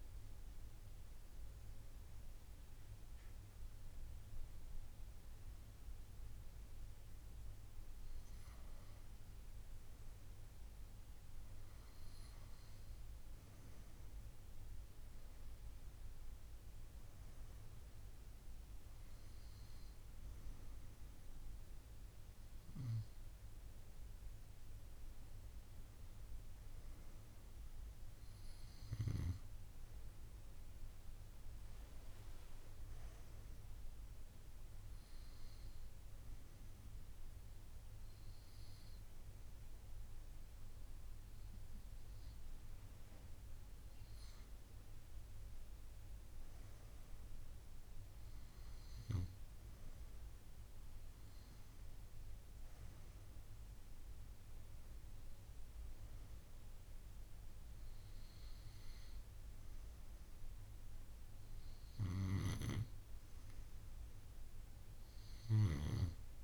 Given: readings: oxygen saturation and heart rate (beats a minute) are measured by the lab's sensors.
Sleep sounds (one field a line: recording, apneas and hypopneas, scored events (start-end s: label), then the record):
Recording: breathing in sleep, hard to hear, by a room microphone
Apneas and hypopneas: none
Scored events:
9.50-66.44 s: new sleep stage, N2 (light sleep)
From the record:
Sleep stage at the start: N1 (lightest sleep)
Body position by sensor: on the right side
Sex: female